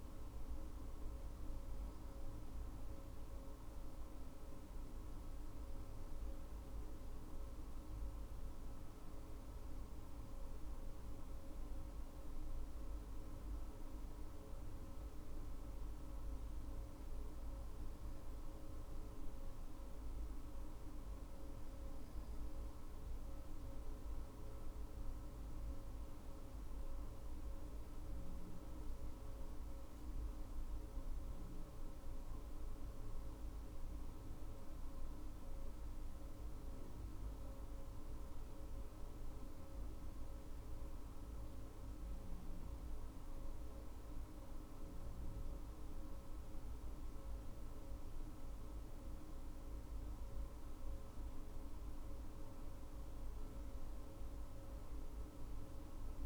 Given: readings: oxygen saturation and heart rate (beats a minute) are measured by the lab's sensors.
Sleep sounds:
breathing in sleep, hard to hear, by a room microphone; none
44.00-49.00 s: arousal
From the record:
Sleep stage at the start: N2 (light sleep); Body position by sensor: on the right side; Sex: female

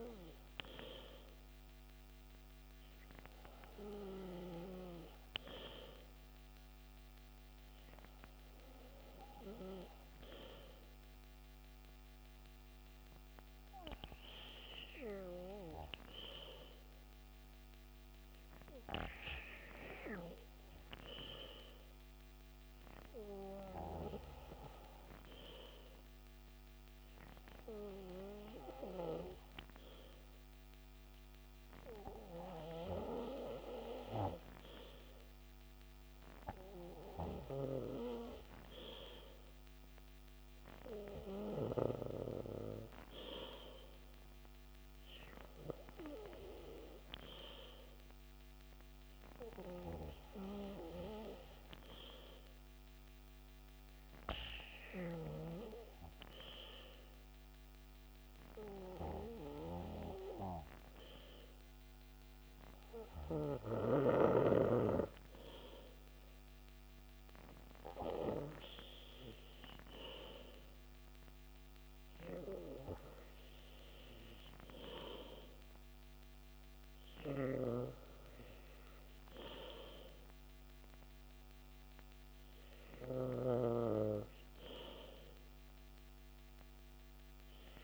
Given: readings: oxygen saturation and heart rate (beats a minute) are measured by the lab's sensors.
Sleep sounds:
breathing in sleep by a microphone on the trachea; none
43.00-46.00 s: arousal
64.50-67.00 s: arousal
From the record:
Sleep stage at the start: N2 (light sleep); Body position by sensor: on the back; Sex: male

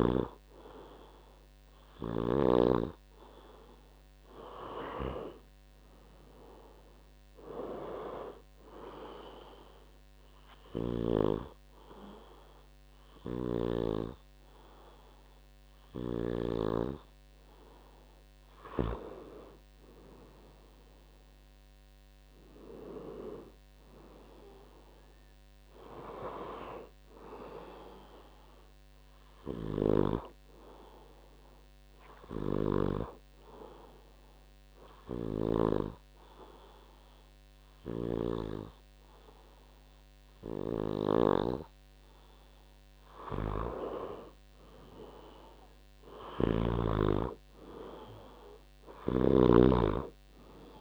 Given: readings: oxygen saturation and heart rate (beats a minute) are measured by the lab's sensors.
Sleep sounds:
breathing in sleep by a microphone on the trachea; 2
0.00-6.00 s: oxygen desaturation (device-marked, oxygen 95% lowest, heart rate 61 extreme)
10.00-20.00 s: hypopnea (oxygen 99% before, 92% lowest, heart rate 66 before, 61 extreme, up 5 after)
22.00-25.00 s: arousal
30.50-43.00 s: hypopnea (oxygen 97% before, 91% lowest, heart rate 65 before, 64 extreme, up 9 after)
34.00-43.00 s: oxygen desaturation (device-marked, oxygen 96% before, 93% lowest, heart rate 63 before, 64 extreme)
45.50-49.50 s: arousal
46.50-50.81 s: snoring (device-marked)
From the record:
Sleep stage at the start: N2 (light sleep); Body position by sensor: on the back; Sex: male

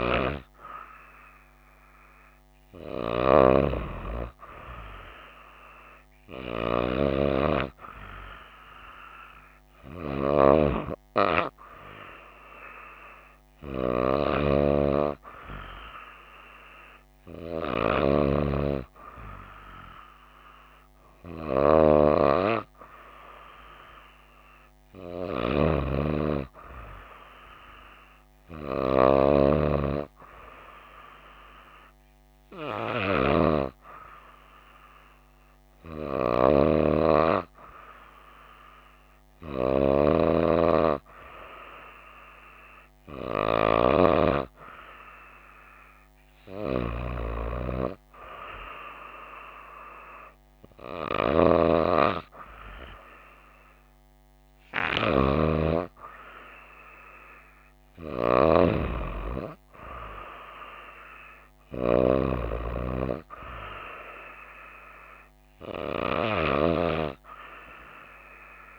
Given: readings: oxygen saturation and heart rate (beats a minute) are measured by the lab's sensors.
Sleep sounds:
breathing in sleep by a microphone on the trachea; none
none scored
From the record:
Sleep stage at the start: N2 (light sleep); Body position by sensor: on the right side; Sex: female

